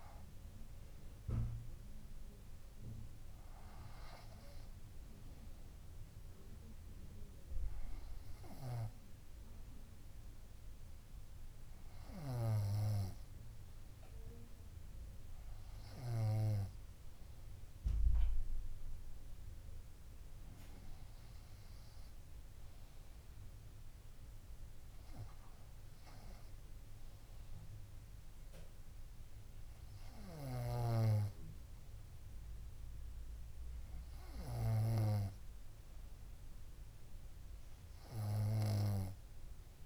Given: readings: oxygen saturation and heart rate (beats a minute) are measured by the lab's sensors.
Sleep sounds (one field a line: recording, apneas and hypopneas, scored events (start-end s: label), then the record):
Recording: breathing in sleep by a room microphone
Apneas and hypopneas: none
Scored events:
0.00-1.00 s: arousal
From the record:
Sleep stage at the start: N2 (light sleep)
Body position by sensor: on the front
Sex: female